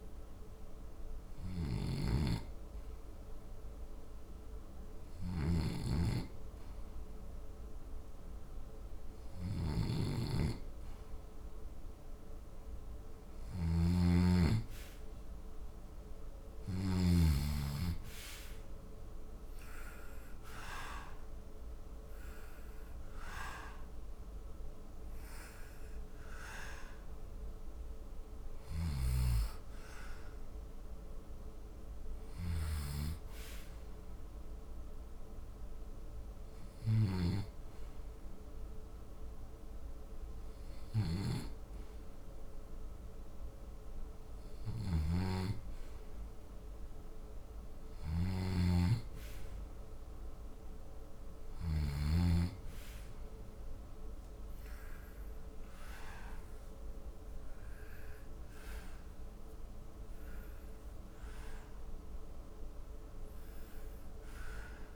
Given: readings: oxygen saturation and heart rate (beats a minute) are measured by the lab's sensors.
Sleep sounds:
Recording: breathing in sleep by a room microphone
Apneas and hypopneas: 1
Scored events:
0.00-9.50 s: oxygen desaturation (device-marked, oxygen 84% lowest, heart rate 62 extreme)
13.00-17.00 s: snoring (device-marked)
19.50-24.50 s: arousal
34.00-45.00 s: hypopnea (oxygen 87% before, 86% lowest, heart rate 82 before, 73 extreme, up 2 after)
44.50-52.00 s: snoring (device-marked)
53.00-57.50 s: arousal
54.50-64.96 s: oxygen desaturation (device-marked, oxygen 98% before, 93% lowest, heart rate 78 before, 74 extreme)
From the record:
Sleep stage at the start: N2 (light sleep)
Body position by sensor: on the back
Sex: male

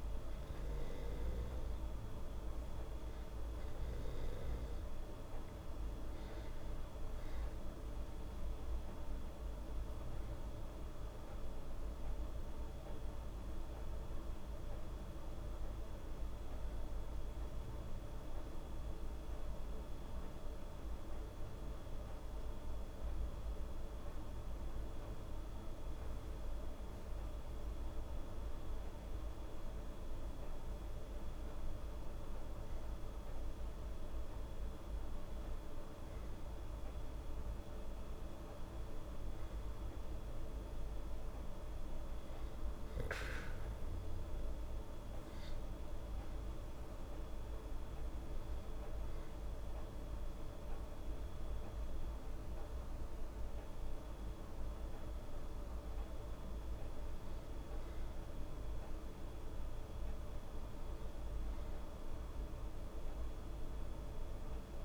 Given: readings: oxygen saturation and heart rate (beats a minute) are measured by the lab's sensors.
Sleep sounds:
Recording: breathing in sleep, hard to hear, by a room microphone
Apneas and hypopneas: none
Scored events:
7.00-10.50 s: arousal
From the record:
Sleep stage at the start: N2 (light sleep)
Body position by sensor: on the back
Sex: female

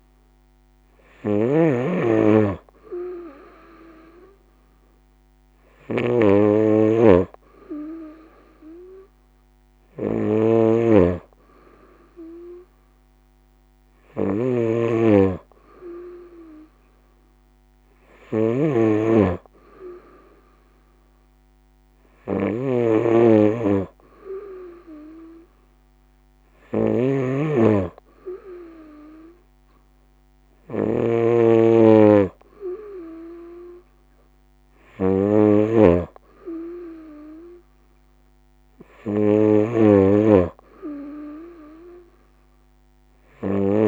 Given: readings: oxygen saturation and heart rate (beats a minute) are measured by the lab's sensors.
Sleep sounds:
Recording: breathing in sleep by a microphone on the trachea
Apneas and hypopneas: none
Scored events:
0.00-43.88 s: snoring (device-marked)
From the record:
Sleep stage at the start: N2 (light sleep)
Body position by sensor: on the right side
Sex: female

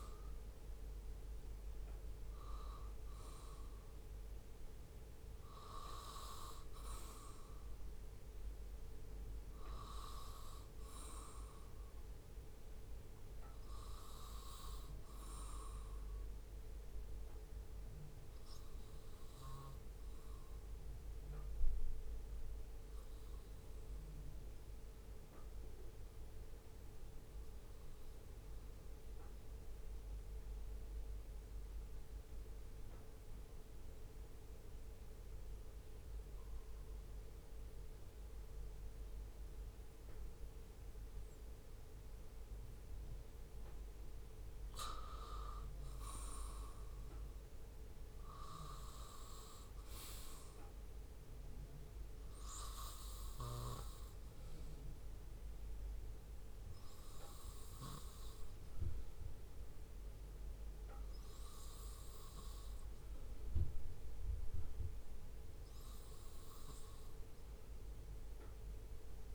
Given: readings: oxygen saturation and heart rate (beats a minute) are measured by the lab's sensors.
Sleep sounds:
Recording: breathing in sleep by a room microphone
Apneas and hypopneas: 1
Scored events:
0.00-3.00 s: bradycardia (device-marked, heart rate 59 extreme)
21.50-41.50 s: obstructive apnea (oxygen 97% before, 94% lowest, heart rate 65 before, 62 extreme, up 6 after)
44.00-48.00 s: arousal
From the record:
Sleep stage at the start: N2 (light sleep)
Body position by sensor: on the right side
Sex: male

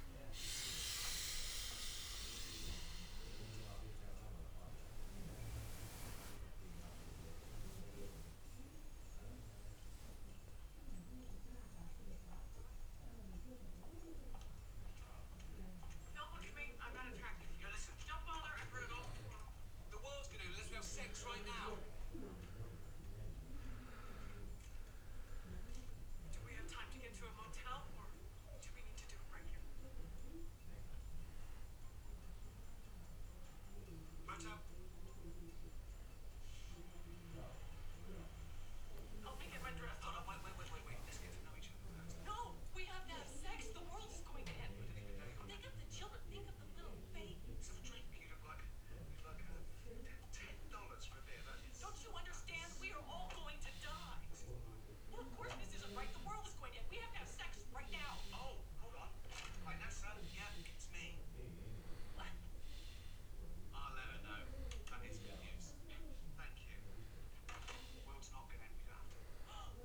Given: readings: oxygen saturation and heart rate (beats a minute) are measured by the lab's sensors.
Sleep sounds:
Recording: breathing in sleep by a room microphone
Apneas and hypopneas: 2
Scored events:
3.00-6.50 s: arousal
9.00-19.50 s: mixed apnea (oxygen 96% before, 90% lowest, heart rate 98 before, 84 extreme, up 4 after)
21.50-25.00 s: arousal
28.00-39.00 s: oxygen desaturation (device-marked, oxygen 97% before, 90% lowest, heart rate 90 before, 85 extreme)
31.00-43.00 s: hypopnea (oxygen 97% before, 90% lowest, heart rate 89 before, 85 extreme, up 3 after)
44.50-48.00 s: arousal
From the record:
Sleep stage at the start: N2 (light sleep)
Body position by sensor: on the back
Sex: male

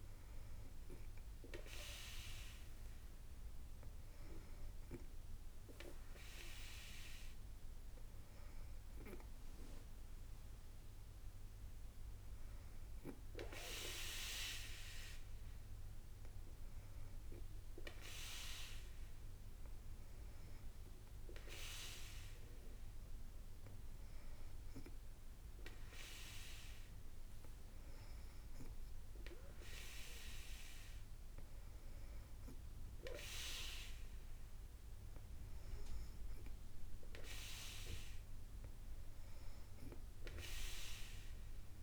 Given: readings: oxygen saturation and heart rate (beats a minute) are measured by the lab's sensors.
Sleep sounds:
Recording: breathing in sleep by a room microphone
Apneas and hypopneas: none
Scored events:
none scored
From the record:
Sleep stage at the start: N2 (light sleep)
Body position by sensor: on the back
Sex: female

